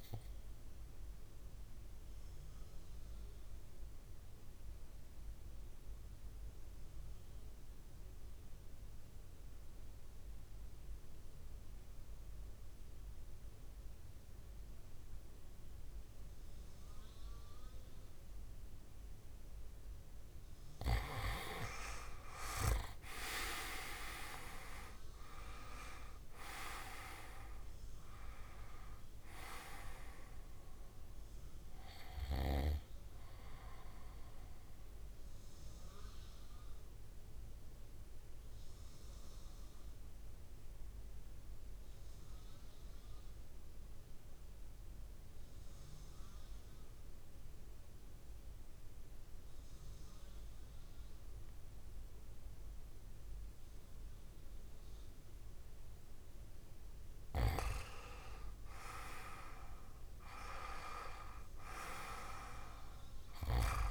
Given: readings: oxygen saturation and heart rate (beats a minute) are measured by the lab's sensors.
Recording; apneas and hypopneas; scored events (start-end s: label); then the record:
breathing in sleep by a room microphone; 2
2.50-20.00 s: mixed apnea (oxygen 97% before, 91% lowest, heart rate 63 before, 50 extreme, up 7 after)
21.00-47.00 s: oxygen desaturation (device-marked, oxygen 98% before, 91% lowest, heart rate 56 before, 50 extreme)
21.50-26.00 s: arousal
38.00-57.50 s: mixed apnea (oxygen 98% before, 90% lowest, heart rate 58 before, 52 extreme, up 6 after)
59.00-62.50 s: arousal
62.00-63.91 s: oxygen desaturation (device-marked, oxygen 99% before, 92% lowest, heart rate 56 before, 54 extreme)
From the record:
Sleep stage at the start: N2 (light sleep); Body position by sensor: on the back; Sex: male